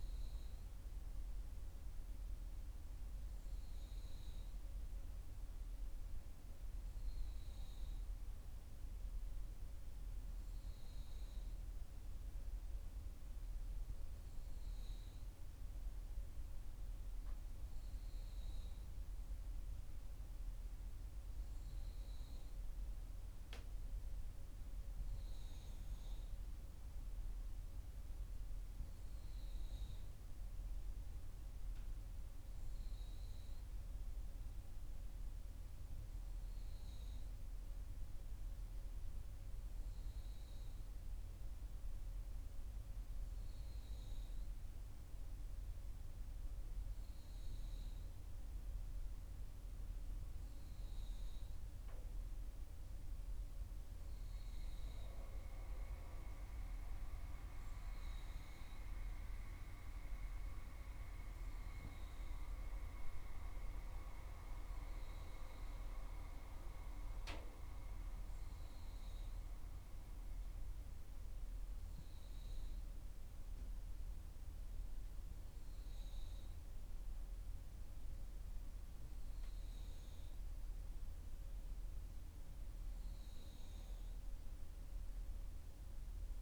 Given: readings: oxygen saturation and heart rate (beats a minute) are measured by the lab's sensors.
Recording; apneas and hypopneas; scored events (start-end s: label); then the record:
breathing in sleep by a room microphone; none
none scored
From the record:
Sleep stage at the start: N3 (deep sleep); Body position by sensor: on the back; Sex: female